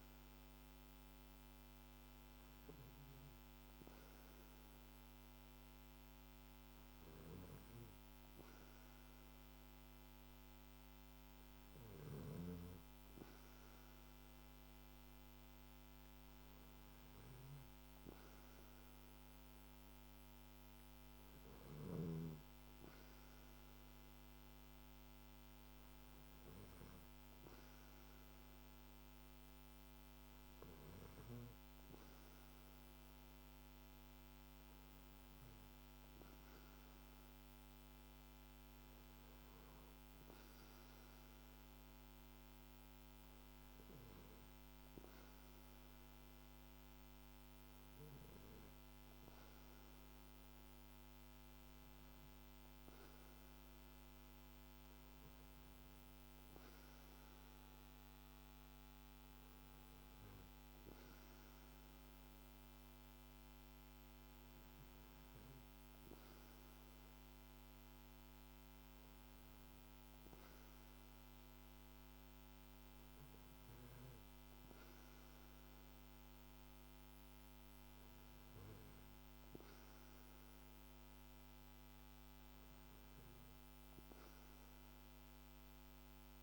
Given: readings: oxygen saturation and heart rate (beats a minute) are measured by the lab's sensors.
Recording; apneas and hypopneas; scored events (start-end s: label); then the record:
breathing in sleep, hard to hear, by a microphone on the trachea; none
none scored
From the record:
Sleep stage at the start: N2 (light sleep); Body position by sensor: on the back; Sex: male